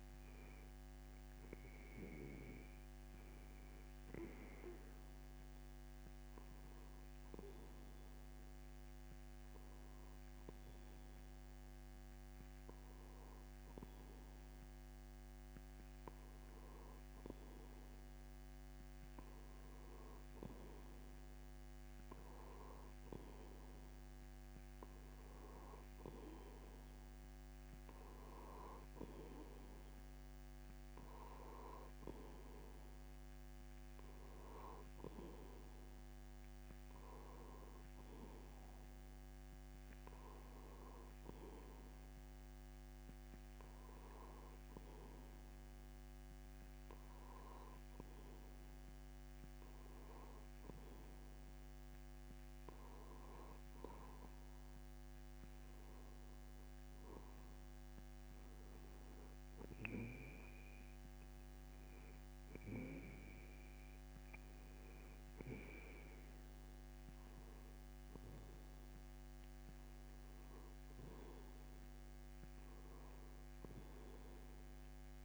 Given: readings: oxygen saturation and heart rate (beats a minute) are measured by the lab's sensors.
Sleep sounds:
breathing in sleep by a microphone on the trachea; 1
6.50-17.00 s: hypopnea (oxygen 93% before, 91% lowest)
21.00-24.50 s: arousal
From the record:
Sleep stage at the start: N2 (light sleep); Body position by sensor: on the back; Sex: male

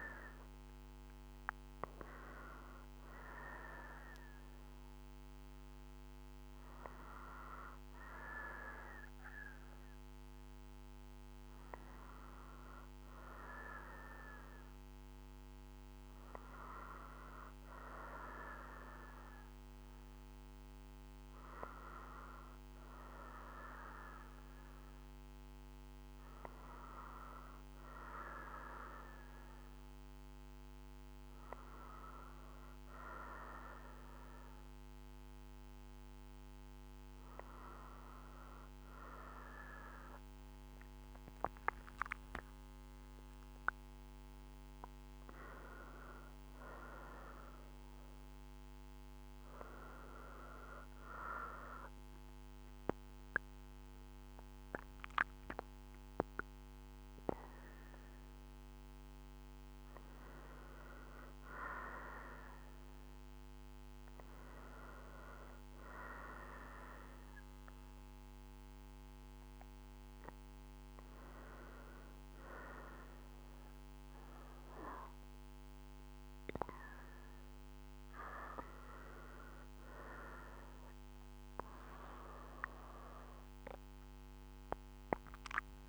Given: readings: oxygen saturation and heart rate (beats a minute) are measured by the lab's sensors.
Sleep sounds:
breathing in sleep by a microphone on the trachea; none
69.50-78.50 s: oxygen desaturation (device-marked, oxygen 94% before, 91% lowest, heart rate 67 before, 62 extreme)
From the record:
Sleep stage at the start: N2 (light sleep); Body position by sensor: on the right side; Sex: female

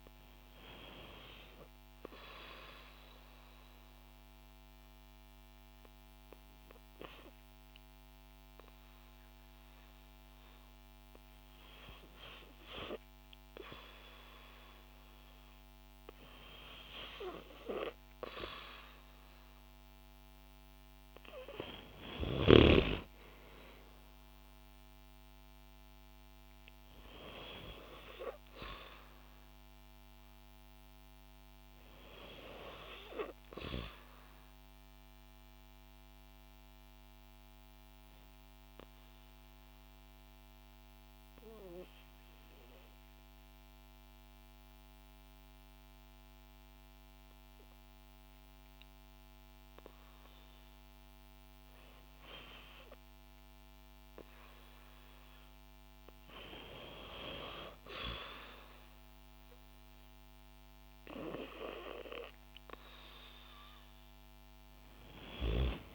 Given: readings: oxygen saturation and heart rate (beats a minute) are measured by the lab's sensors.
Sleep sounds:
breathing in sleep by a microphone on the trachea; 2
1.50-15.00 s: hypopnea (oxygen 95% before, 90% lowest, heart rate 61 before, 58 extreme, up 2 after)
19.50-23.00 s: arousal
34.50-50.50 s: obstructive apnea (oxygen 95% before, 90% lowest, heart rate 63 before, 57 extreme, up 3 after)
52.00-65.95 s: oxygen desaturation (device-marked, oxygen 96% before, 90% lowest, heart rate 59 before, 57 extreme)
From the record:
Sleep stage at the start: N2 (light sleep); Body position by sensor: on the back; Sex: female

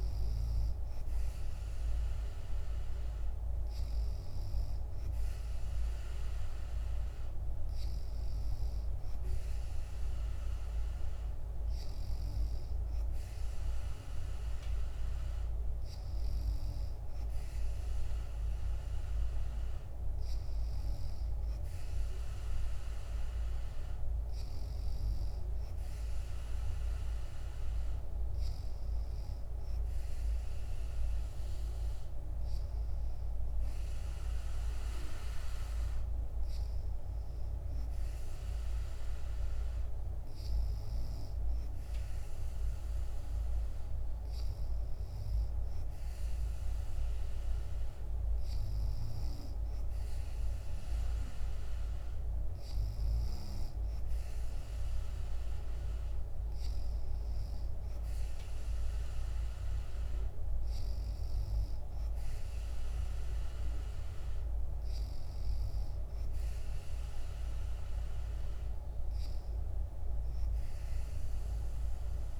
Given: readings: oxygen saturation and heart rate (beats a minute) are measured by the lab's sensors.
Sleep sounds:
breathing in sleep, hard to hear, by a room microphone; none
53.50-72.40 s: new sleep stage, N3 (deep sleep)
From the record:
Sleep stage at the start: N2 (light sleep); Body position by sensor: on the back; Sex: female

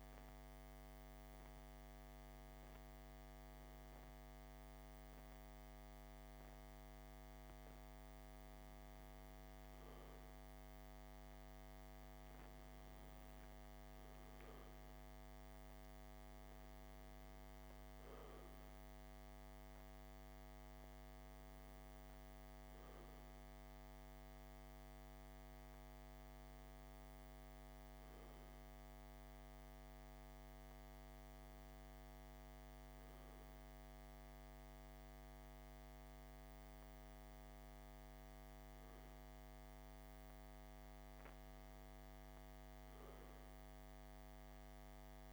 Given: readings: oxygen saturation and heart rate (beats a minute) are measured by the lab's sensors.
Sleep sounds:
breathing in sleep, hard to hear, by a microphone on the trachea; none
none scored
From the record:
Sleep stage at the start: N2 (light sleep); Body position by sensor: on the left side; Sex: male

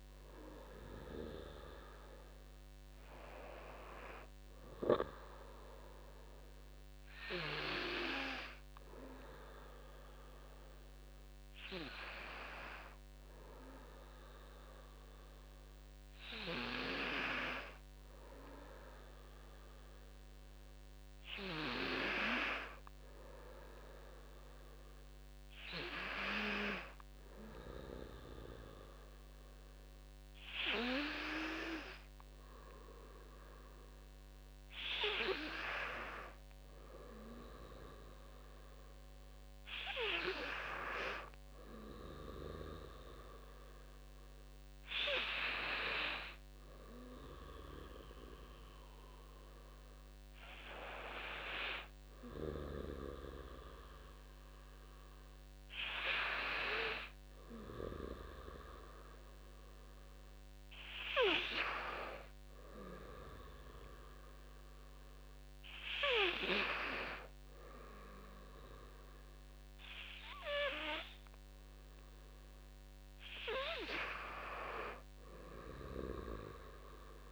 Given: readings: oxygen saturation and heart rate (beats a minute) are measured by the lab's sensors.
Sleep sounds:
breathing in sleep by a microphone on the trachea; none
0.00-10.00 s: oxygen desaturation (device-marked, oxygen 94% lowest, heart rate 55 extreme)
From the record:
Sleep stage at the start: N2 (light sleep); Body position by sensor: on the back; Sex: male

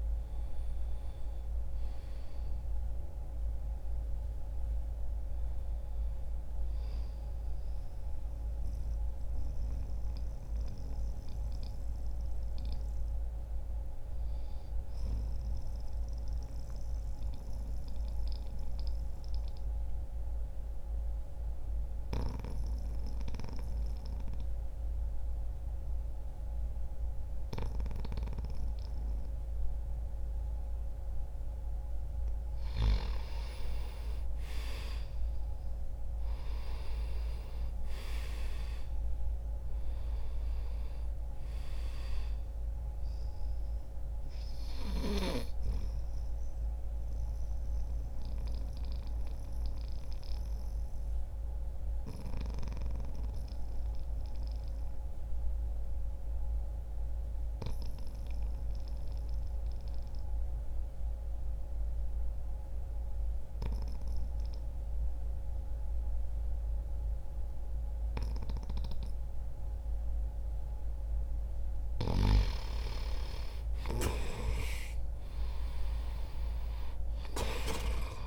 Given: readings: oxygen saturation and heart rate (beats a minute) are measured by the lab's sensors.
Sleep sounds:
breathing in sleep by a room microphone; 2
1.50-9.50 s: oxygen desaturation (device-marked, oxygen 94% before, 89% lowest, heart rate 64 before, 61 extreme)
6.50-30.50 s: mixed apnea (oxygen 96% before, 88% lowest, heart rate 64 before, 59 extreme, up 0 after)
14.50-23.50 s: oxygen desaturation (device-marked, oxygen 91% before, 88% lowest, heart rate 63 before, 61 extreme)
32.00-36.00 s: arousal
38.50-66.50 s: oxygen desaturation (device-marked, oxygen 98% before, 89% lowest, heart rate 63 before, 59 extreme)
46.00-70.50 s: mixed apnea (oxygen 99% before, 89% lowest, heart rate 63 before, 60 extreme, up 1 after)
72.50-78.00 s: arousal
From the record:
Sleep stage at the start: N2 (light sleep); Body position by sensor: on the back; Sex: male

